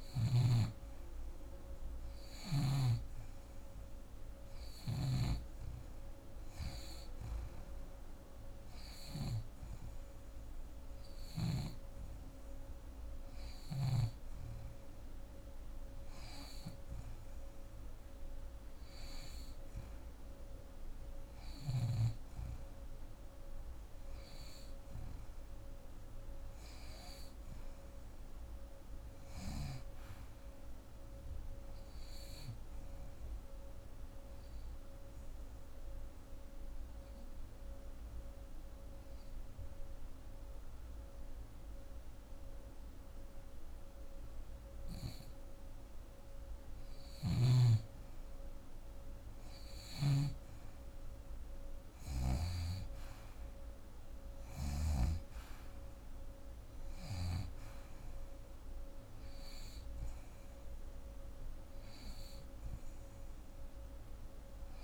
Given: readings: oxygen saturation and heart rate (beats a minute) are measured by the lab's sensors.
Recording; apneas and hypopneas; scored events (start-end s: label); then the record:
breathing in sleep by a room microphone; 1
0.00-3.50 s: oxygen desaturation (device-marked, oxygen 85% lowest, heart rate 40 extreme)
0.00-9.00 s: snoring (device-marked)
35.00-46.50 s: obstructive apnea (oxygen 88% before, 83% lowest, heart rate 87 before, 49 extreme)
46.50-54.50 s: snoring (device-marked)
48.50-51.50 s: arousal
55.50-64.84 s: oxygen desaturation (device-marked, oxygen 89% before, 83% lowest, heart rate 146 before, 39 extreme)
From the record:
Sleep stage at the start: N2 (light sleep); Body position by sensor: on the back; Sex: female